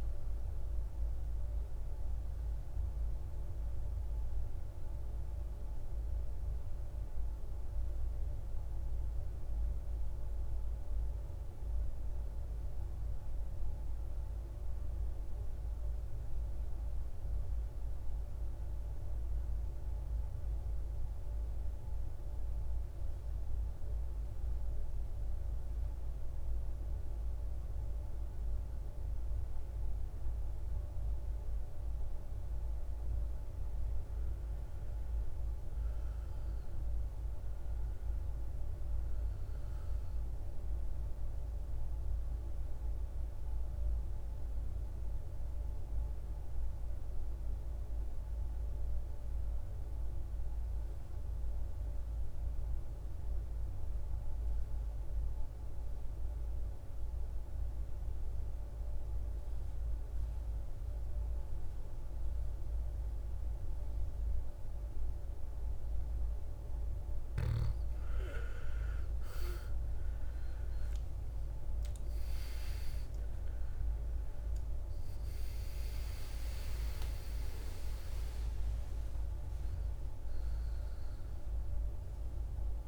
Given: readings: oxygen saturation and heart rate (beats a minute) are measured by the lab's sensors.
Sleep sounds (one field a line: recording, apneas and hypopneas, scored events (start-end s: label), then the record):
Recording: breathing in sleep, hard to hear, by a room microphone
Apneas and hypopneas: 2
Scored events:
0.00-16.00 s: oxygen desaturation (device-marked, oxygen 90% lowest, heart rate 54 extreme)
21.00-32.50 s: central apnea (oxygen 97% before, 83% lowest, heart rate 61 before, 54 extreme, up 7 after)
34.50-37.50 s: arousal
36.00-56.00 s: oxygen desaturation (device-marked, oxygen 97% before, 92% lowest, heart rate 57 before, 58 extreme)
45.50-65.50 s: obstructive apnea (oxygen 97% before, 83% lowest, heart rate 58 before, 58 extreme, up 15 after)
68.50-73.00 s: arousal
69.00-82.87 s: oxygen desaturation (device-marked, oxygen 96% before, 83% lowest, heart rate 62 before, 53 extreme)
71.00-82.87 s: new sleep stage, N1 (lightest sleep)
From the record:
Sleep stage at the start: N2 (light sleep)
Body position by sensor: on the back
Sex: male